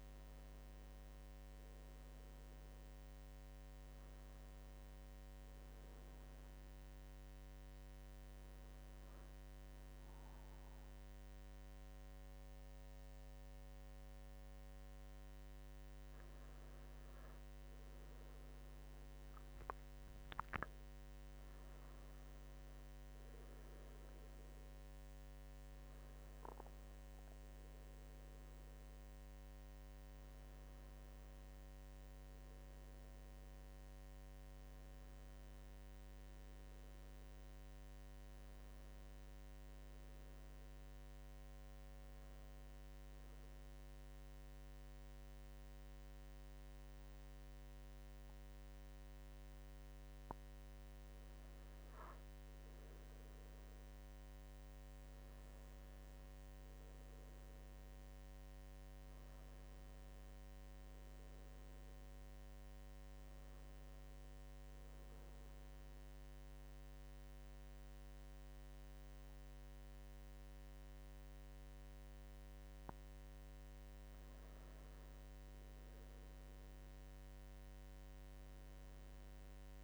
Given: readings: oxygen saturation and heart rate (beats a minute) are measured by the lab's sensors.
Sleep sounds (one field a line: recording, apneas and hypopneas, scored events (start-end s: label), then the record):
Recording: breathing in sleep, hard to hear, by a microphone on the trachea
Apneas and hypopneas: 1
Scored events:
0.00-5.00 s: oxygen desaturation (device-marked, oxygen 91% lowest, heart rate 82 extreme)
4.50-17.00 s: hypopnea (oxygen 96% before, 94% lowest, heart rate 85 before, 82 extreme, up 8 after)
19.00-23.00 s: arousal
From the record:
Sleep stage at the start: N2 (light sleep)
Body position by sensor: on the right side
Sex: male